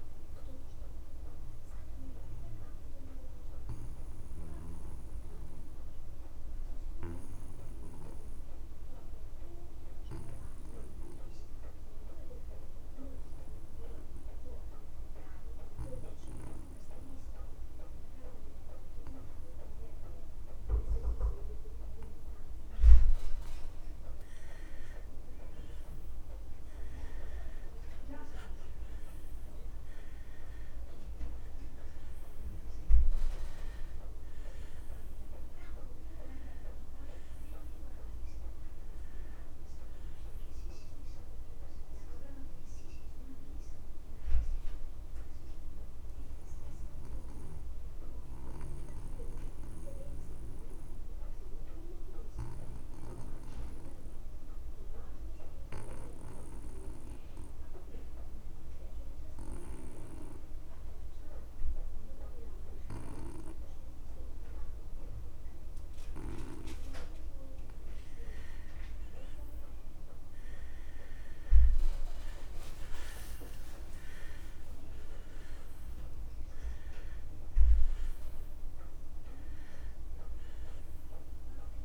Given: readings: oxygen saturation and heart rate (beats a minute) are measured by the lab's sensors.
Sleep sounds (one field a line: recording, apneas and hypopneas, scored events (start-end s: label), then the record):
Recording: breathing in sleep by a room microphone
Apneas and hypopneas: 2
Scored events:
0.00-15.00 s: oxygen desaturation (device-marked, oxygen 78% lowest)
2.00-23.50 s: obstructive apnea (oxygen 93% before, 78% lowest)
24.50-28.50 s: arousal
27.00-64.00 s: oxygen desaturation (device-marked, oxygen 98% before, 85% lowest)
44.50-68.00 s: mixed apnea (oxygen 98% before, 85% lowest)
69.50-74.00 s: arousal
71.00-81.85 s: oxygen desaturation (device-marked, oxygen 98% before, 87% lowest)
From the record:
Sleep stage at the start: N2 (light sleep)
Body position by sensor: on the back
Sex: male